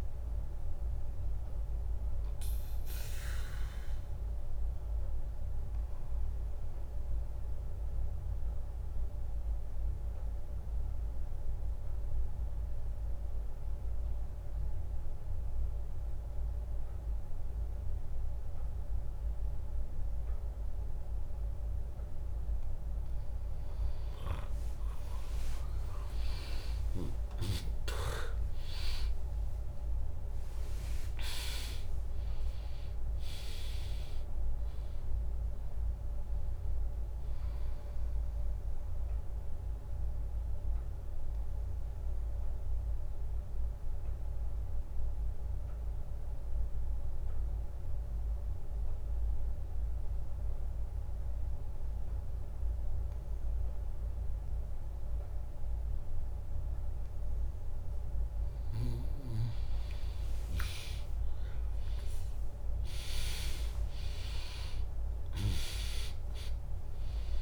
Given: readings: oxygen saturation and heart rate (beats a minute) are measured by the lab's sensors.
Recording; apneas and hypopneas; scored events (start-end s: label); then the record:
breathing in sleep by a room microphone; 2
0.00-3.50 s: drop in pulse transit time (device-marked, heart rate 63 extreme)
0.00-10.50 s: oxygen desaturation (device-marked, oxygen 96% lowest, heart rate 60 extreme)
2.50-22.50 s: obstructive apnea (oxygen 100% before, 96% lowest, heart rate 72 before, 60 extreme)
25.00-30.00 s: arousal
28.50-39.50 s: drop in pulse transit time (device-marked, heart rate 73 before, 65 extreme)
29.50-50.50 s: oxygen desaturation (device-marked, oxygen 100% before, 96% lowest, heart rate 72 before, 61 extreme)
38.50-57.00 s: obstructive apnea (oxygen 100% before, 96% lowest, heart rate 73 before, 61 extreme)
59.50-64.00 s: arousal
62.50-67.42 s: oxygen desaturation (device-marked, oxygen 100% before, 96% lowest, heart rate 73 before, 60 extreme)
63.50-67.42 s: drop in pulse transit time (device-marked, heart rate 73 before, 63 extreme)
From the record:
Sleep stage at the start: N2 (light sleep); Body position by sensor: on the back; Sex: female